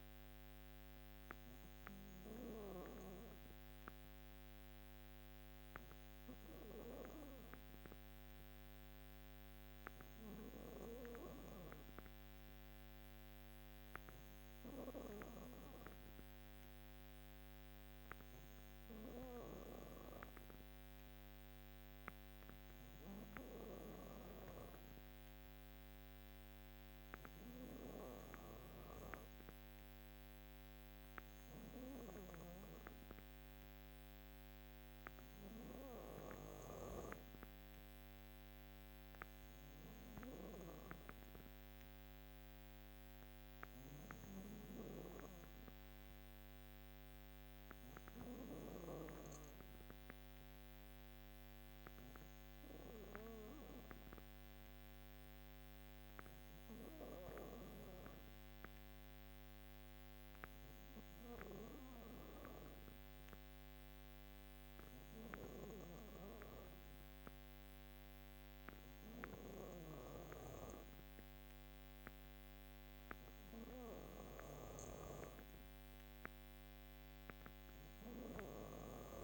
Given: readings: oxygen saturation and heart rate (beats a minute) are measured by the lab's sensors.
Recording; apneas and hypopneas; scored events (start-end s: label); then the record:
breathing in sleep by a microphone on the trachea; none
5.00-18.00 s: drop in pulse transit time (device-marked, heart rate 59 before, 58 extreme)
30.00-40.00 s: drop in pulse transit time (device-marked, heart rate 59 before, 59 extreme)
43.00-48.50 s: snoring (device-marked)
From the record:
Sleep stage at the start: N2 (light sleep); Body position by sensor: on the back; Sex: female